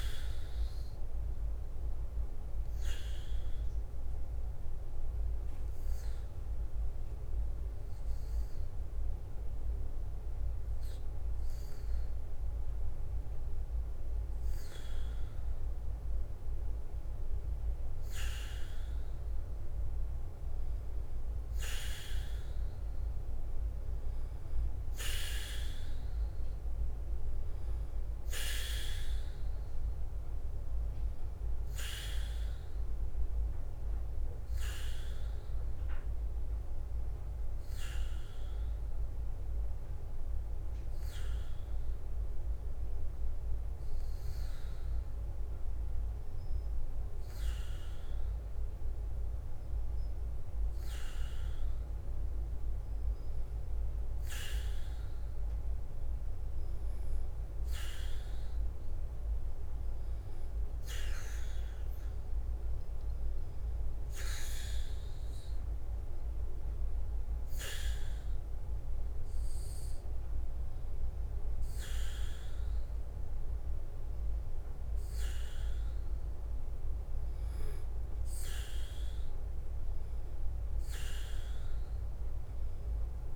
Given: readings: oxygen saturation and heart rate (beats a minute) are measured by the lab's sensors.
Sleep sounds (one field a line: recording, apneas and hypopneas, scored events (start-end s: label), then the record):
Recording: breathing in sleep by a room microphone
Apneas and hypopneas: 2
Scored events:
0.00-83.36 s: bradycardia (device-marked, heart rate 44 extreme)
2.00-17.00 s: obstructive apnea (oxygen 95% before, 91% lowest, heart rate 52 before, 49 extreme, up 1 after)
19.50-22.50 s: arousal
28.00-49.00 s: oxygen desaturation (device-marked, oxygen 95% before, 91% lowest, heart rate 50 before, 50 extreme)
34.00-50.00 s: hypopnea (oxygen 95% before, 91% lowest, heart rate 51 before, 50 extreme, up 1 after)
53.00-56.00 s: arousal
From the record:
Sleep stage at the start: N2 (light sleep)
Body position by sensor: on the back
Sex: male